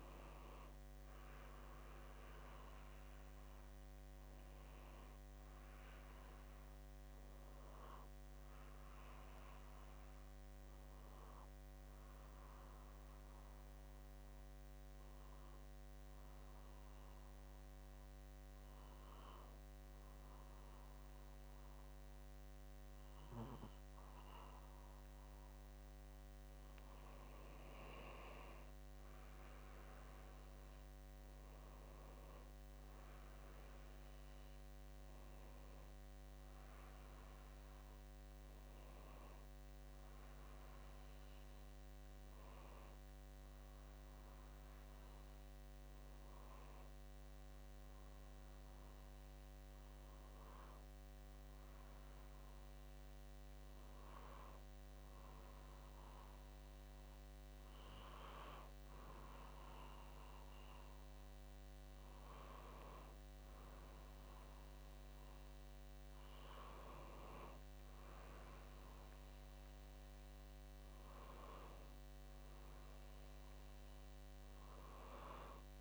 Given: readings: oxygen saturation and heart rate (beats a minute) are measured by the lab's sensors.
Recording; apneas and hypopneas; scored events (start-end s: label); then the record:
breathing in sleep by a microphone on the trachea; 2
9.50-26.50 s: obstructive apnea (oxygen 97% before, 94% lowest, heart rate 66 before, 65 extreme, up 0 after)
29.50-33.50 s: arousal
45.50-63.00 s: hypopnea (oxygen 97% before, 94% lowest, heart rate 66 before, 65 extreme, up 0 after)
66.50-69.50 s: arousal
From the record:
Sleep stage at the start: N2 (light sleep); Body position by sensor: on the back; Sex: male